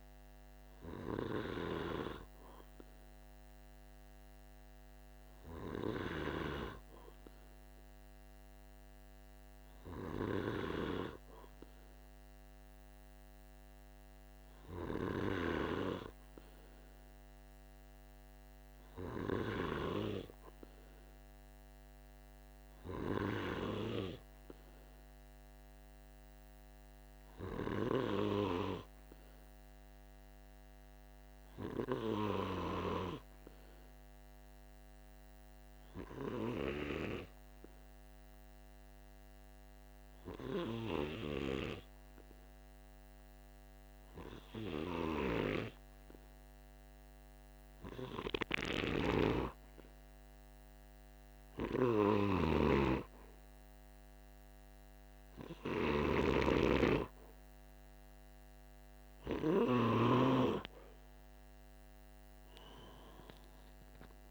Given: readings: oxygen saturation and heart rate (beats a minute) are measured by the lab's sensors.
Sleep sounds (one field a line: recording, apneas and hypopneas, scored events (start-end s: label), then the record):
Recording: breathing in sleep by a microphone on the trachea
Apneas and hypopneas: 1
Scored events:
33.50-58.50 s: obstructive apnea (oxygen 96% before, 93% lowest, heart rate 46 before, 46 extreme, up 5 after)
51.50-59.00 s: snoring (device-marked)
From the record:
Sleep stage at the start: N2 (light sleep)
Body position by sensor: on the back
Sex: male